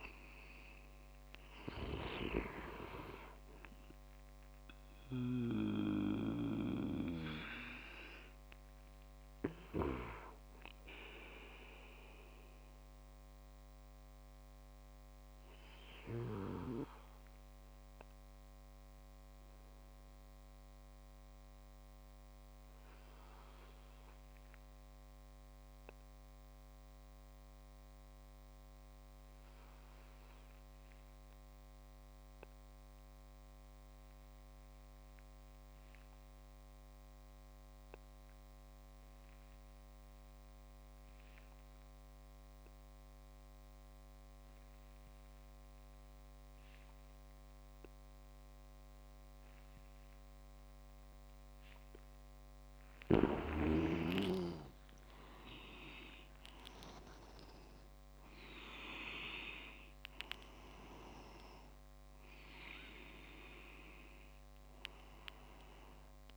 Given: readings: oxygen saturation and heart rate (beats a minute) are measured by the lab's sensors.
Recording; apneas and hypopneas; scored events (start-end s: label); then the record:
breathing in sleep by a microphone on the trachea; 1
0.00-9.50 s: oxygen desaturation (device-marked, oxygen 94% lowest, heart rate 63 extreme)
14.00-52.00 s: obstructive apnea (oxygen 98% before, 93% lowest, heart rate 74 before, 39 extreme, up 20 after)
49.50-66.37 s: oxygen desaturation (device-marked, oxygen 97% before, 93% lowest, heart rate 75 before, 39 extreme)
53.00-57.50 s: leg movement (device-marked)
53.50-57.50 s: arousal
From the record:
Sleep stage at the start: N2 (light sleep); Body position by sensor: on the back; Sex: male